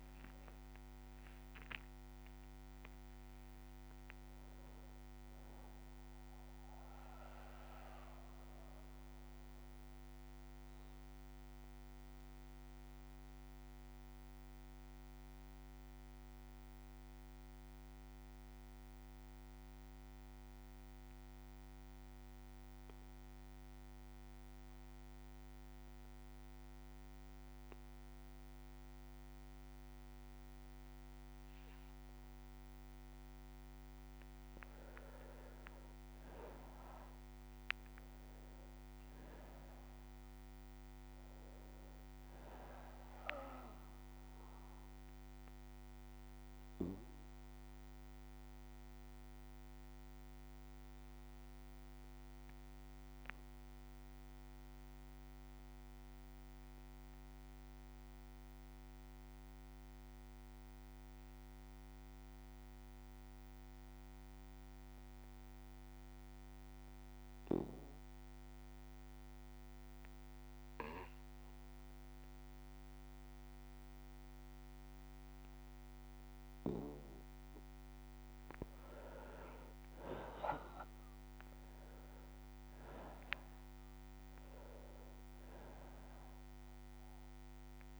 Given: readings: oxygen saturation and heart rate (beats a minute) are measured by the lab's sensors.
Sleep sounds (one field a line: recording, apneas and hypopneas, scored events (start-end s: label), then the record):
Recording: breathing in sleep, hard to hear, by a microphone on the trachea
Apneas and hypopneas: 2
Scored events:
0.00-2.00 s: long interval between heartbeats (device-marked, heart rate 62 before, 77 extreme)
0.00-8.00 s: oxygen desaturation (device-marked, oxygen 92% lowest, heart rate 58 extreme)
4.50-7.50 s: arousal
9.50-34.00 s: obstructive apnea (oxygen 98% before, 93% lowest, heart rate 67 before, 58 extreme, up 4 after)
11.00-26.00 s: bradycardia (device-marked, heart rate 58 before, 58 extreme)
32.00-58.00 s: oxygen desaturation (device-marked, oxygen 99% before, 93% lowest, heart rate 59 before, 57 extreme)
35.00-38.50 s: arousal
45.00-76.00 s: bradycardia (device-marked, heart rate 58 before, 57 extreme)
46.50-77.00 s: obstructive apnea (oxygen 99% before, 92% lowest, heart rate 61 before, 56 extreme, up 5 after)
75.00-88.00 s: oxygen desaturation (device-marked, oxygen 99% before, 92% lowest, heart rate 58 before, 56 extreme)
79.50-83.00 s: arousal
From the record:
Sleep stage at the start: N2 (light sleep)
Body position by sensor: on the back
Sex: male